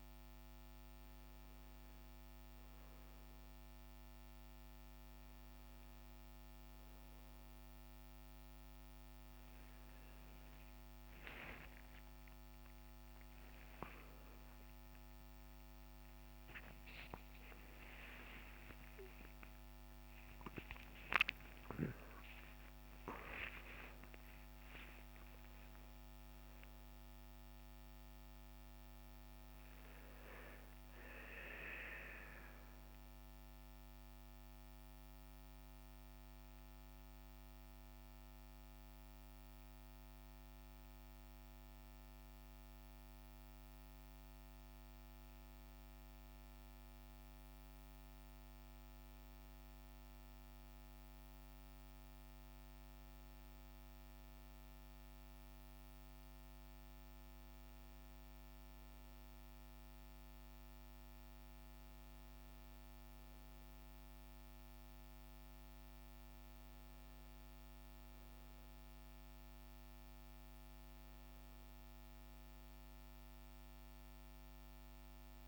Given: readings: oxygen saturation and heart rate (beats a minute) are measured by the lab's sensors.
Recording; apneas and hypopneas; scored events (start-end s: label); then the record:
a person partly awake in a sleep study, by a microphone on the trachea; none
7.50-37.50 s: new sleep stage, awake
37.50-75.48 s: new sleep stage, N1 (lightest sleep)
From the record:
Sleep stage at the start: N1 (lightest sleep); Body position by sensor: on the right side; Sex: male